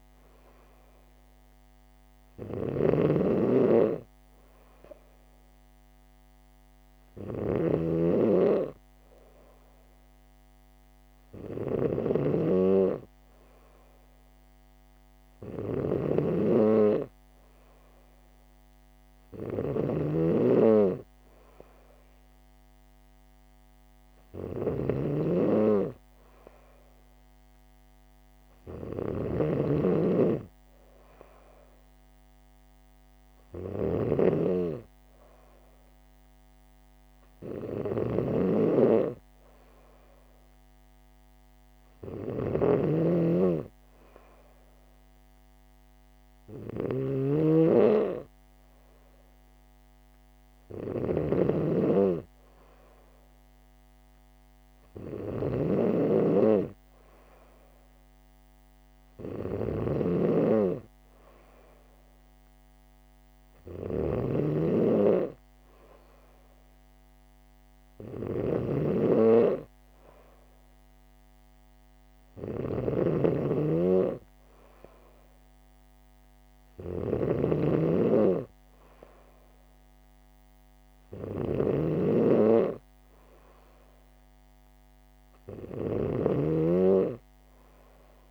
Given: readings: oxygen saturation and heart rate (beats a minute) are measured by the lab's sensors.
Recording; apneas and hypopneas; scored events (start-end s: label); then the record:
breathing in sleep by a microphone on the trachea; none
0.00-88.31 s: snoring (device-marked)
From the record:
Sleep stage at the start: N3 (deep sleep); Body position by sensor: on the back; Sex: female